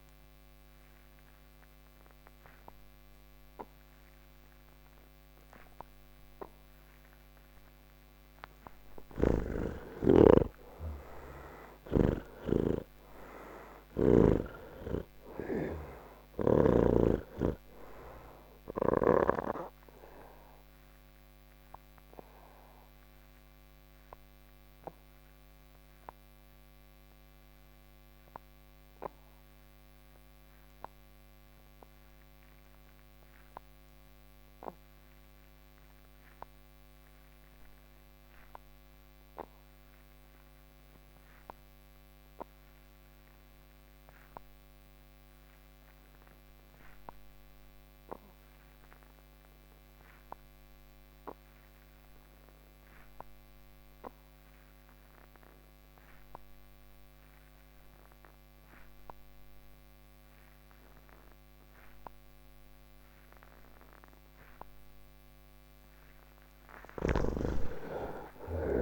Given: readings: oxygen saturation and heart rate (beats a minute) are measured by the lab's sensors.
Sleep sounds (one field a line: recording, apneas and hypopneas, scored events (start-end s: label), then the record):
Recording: breathing in sleep by a microphone on the trachea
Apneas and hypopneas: none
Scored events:
3.00-18.00 s: oxygen desaturation (device-marked, oxygen 95% before, 81% lowest, heart rate 118 before, 50 extreme)
8.50-12.00 s: snoring (device-marked)
38.00-68.82 s: new sleep stage, N1 (lightest sleep)
50.00-68.82 s: oxygen desaturation (device-marked, oxygen 97% before, 70% lowest)
66.50-68.82 s: snoring (device-marked)
From the record:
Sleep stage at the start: N3 (deep sleep)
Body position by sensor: on the back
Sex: male